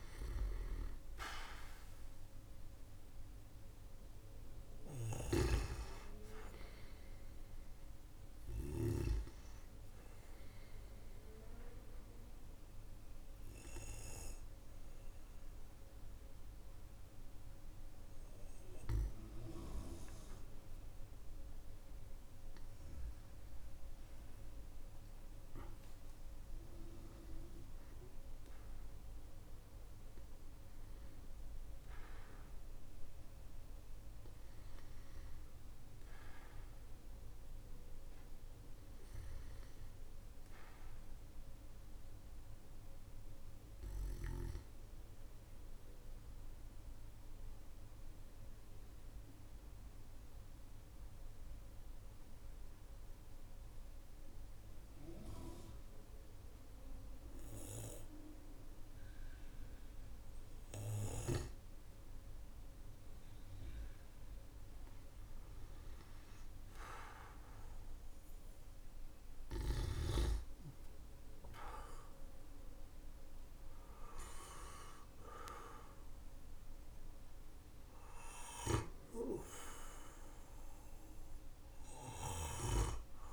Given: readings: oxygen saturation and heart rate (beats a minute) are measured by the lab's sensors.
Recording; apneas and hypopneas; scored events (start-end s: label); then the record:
breathing in sleep by a room microphone; 2
0.00-5.00 s: snoring (device-marked)
3.50-22.50 s: oxygen desaturation (device-marked, oxygen 98% before, 95% lowest, heart rate 58 before, 46 extreme)
10.00-21.50 s: obstructive apnea (oxygen 99% before, 95% lowest, heart rate 53 before, 47 extreme, up 15 after)
24.50-30.00 s: arousal
47.00-63.00 s: obstructive apnea (oxygen 99% before, 94% lowest, heart rate 56 before, 47 extreme, up 14 after)
66.50-71.50 s: arousal
From the record:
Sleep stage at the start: N1 (lightest sleep); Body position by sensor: on the back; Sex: male